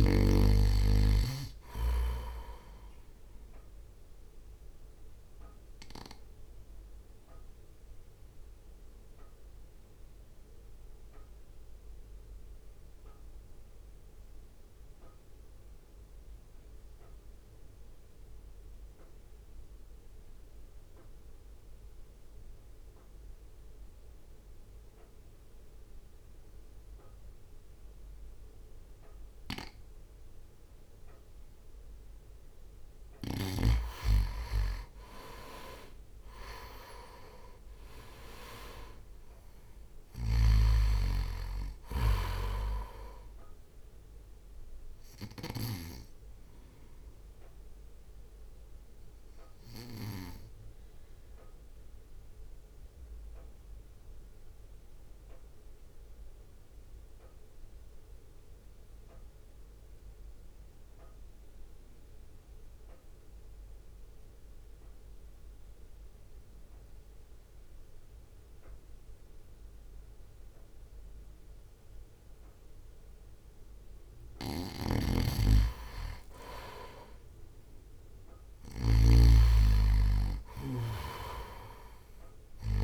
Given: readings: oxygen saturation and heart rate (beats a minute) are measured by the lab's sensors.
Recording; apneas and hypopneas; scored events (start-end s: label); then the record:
breathing in sleep by a room microphone; 2
0.00-2.00 s: oxygen desaturation (device-marked, oxygen 93% lowest, heart rate 47 extreme)
0.00-8.00 s: drop in pulse transit time (device-marked, heart rate 47 extreme)
5.50-34.00 s: mixed apnea (oxygen 99% before, 89% lowest, heart rate 59 before, 47 extreme, up 2 after)
18.00-23.00 s: oxygen desaturation (device-marked, oxygen 93% before, 90% lowest, heart rate 56 before, 47 extreme)
32.00-49.00 s: oxygen desaturation (device-marked, oxygen 96% before, 91% lowest, heart rate 60 before, 47 extreme)
35.00-49.00 s: drop in pulse transit time (device-marked, heart rate 60 before, 47 extreme)
37.00-41.00 s: arousal
46.00-74.50 s: mixed apnea (oxygen 96% before, 89% lowest, heart rate 57 before, 52 extreme)
61.00-69.00 s: oxygen desaturation (device-marked, oxygen 92% before, 89% lowest, heart rate 53 before, 52 extreme)
74.50-82.84 s: snoring (device-marked)
77.00-80.50 s: arousal
79.00-82.84 s: oxygen desaturation (device-marked, oxygen 98% before, 92% lowest, heart rate 62 before, 52 extreme)
From the record:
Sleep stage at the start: N2 (light sleep); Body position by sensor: on the right side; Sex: male